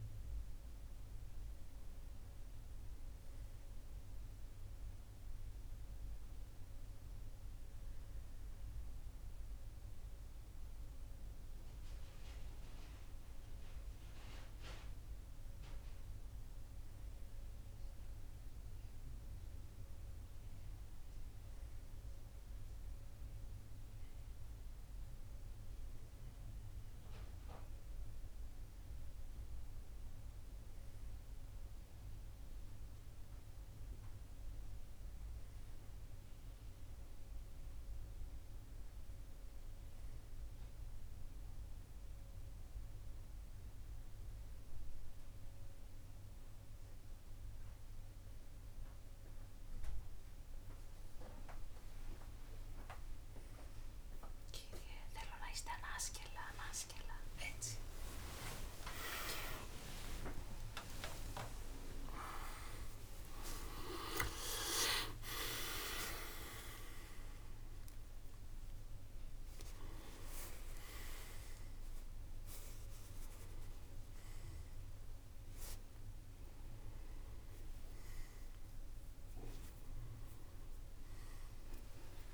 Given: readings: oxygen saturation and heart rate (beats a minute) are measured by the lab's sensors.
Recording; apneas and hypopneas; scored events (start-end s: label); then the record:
a person awake in a sleep study, by a room microphone; none
68.50-82.34 s: new sleep stage, N1 (lightest sleep)
From the record:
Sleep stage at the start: awake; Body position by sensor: on the right side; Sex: male